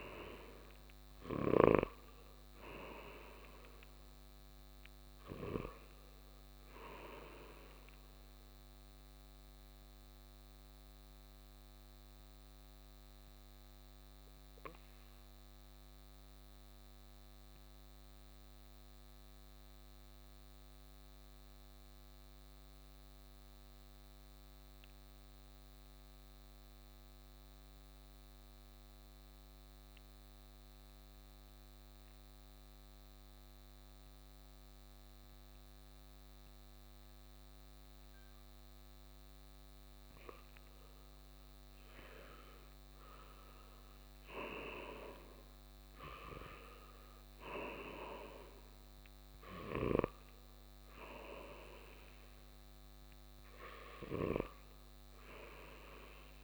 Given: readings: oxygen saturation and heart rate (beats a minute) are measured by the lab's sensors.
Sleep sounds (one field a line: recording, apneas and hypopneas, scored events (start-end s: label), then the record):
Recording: breathing in sleep by a microphone on the trachea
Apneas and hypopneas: 1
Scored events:
0.00-2.00 s: snoring (device-marked)
0.00-21.50 s: oxygen desaturation (device-marked, oxygen 85% lowest, heart rate 55 extreme)
8.00-42.00 s: mixed apnea (oxygen 95% before, 85% lowest, heart rate 63 before, 55 extreme, up 5 after)
39.50-56.44 s: oxygen desaturation (device-marked, oxygen 98% before, 89% lowest, heart rate 58 before, 56 extreme)
44.50-49.00 s: arousal
From the record:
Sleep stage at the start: N2 (light sleep)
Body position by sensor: on the right side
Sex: male